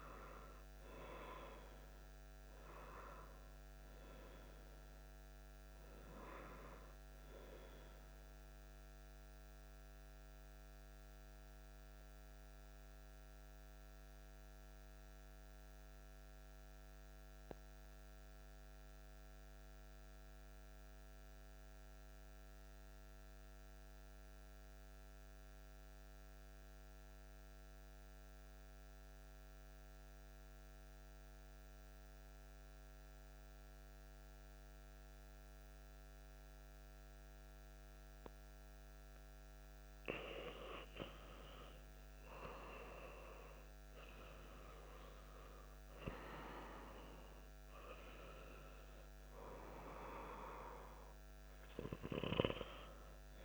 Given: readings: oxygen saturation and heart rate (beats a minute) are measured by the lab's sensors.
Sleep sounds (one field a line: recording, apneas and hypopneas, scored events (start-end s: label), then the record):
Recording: breathing in sleep by a microphone on the trachea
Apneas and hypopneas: 1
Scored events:
0.00-10.00 s: oxygen desaturation (device-marked, oxygen 91% lowest)
7.50-38.00 s: central apnea (oxygen 96% before, 93% lowest)
39.50-43.00 s: arousal
40.00-53.45 s: oxygen desaturation (device-marked, oxygen 97% before, 93% lowest)
From the record:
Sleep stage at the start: N2 (light sleep)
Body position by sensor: on the back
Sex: male